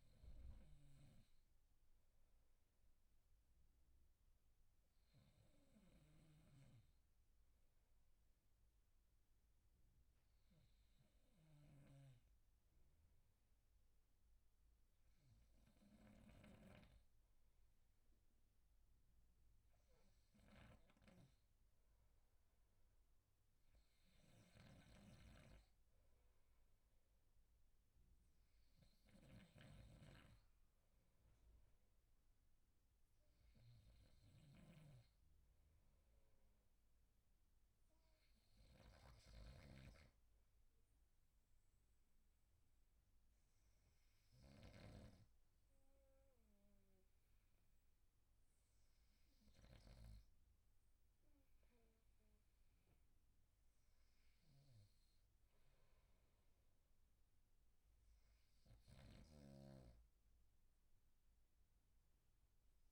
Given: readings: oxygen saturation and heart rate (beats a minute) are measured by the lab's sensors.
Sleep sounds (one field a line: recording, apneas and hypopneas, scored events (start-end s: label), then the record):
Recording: breathing in sleep by a room microphone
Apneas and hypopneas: none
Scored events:
none scored
From the record:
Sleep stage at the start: N2 (light sleep)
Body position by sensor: on the right side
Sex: male